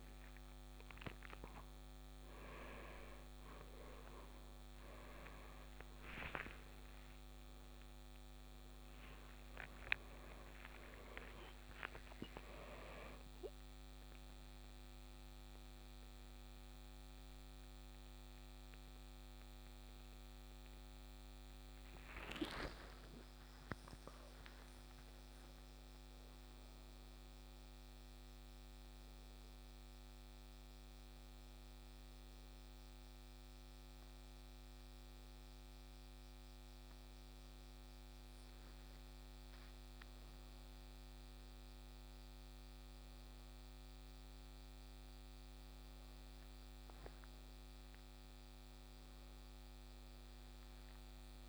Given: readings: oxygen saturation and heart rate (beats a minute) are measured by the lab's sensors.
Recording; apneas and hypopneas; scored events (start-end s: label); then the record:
a person awake in a sleep study, by a microphone on the trachea; none
26.50-51.49 s: new sleep stage, N1 (lightest sleep)
From the record:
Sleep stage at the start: awake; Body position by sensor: on the right side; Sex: male